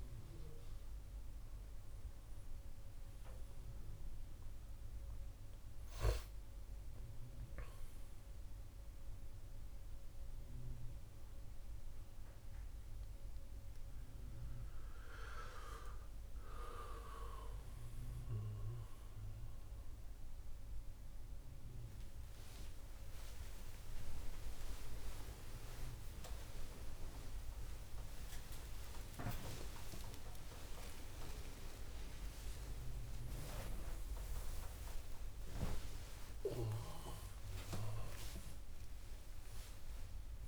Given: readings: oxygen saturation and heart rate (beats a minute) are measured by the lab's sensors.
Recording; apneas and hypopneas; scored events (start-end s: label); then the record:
breathing in sleep by a room microphone; none
31.50-40.47 s: new sleep stage, awake
From the record:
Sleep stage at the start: N2 (light sleep); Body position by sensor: on the right side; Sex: male